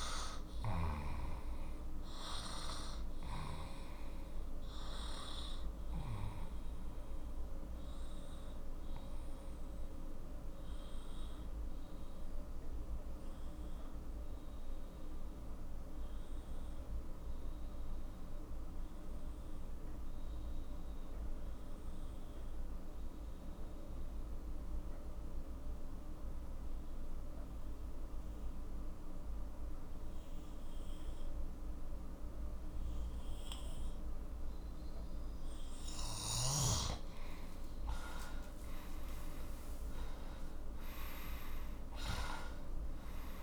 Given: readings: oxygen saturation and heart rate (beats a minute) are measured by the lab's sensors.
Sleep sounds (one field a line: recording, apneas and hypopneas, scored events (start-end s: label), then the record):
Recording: breathing in sleep by a room microphone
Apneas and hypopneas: 1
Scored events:
1.00-15.00 s: oxygen desaturation (device-marked, oxygen 95% before, 92% lowest, heart rate 52 before, 40 extreme)
1.50-35.50 s: obstructive apnea (oxygen 98% before, 91% lowest, heart rate 52 before, 37 extreme, up 12 after)
37.00-42.00 s: arousal
From the record:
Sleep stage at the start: N2 (light sleep)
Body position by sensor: on the left side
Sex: male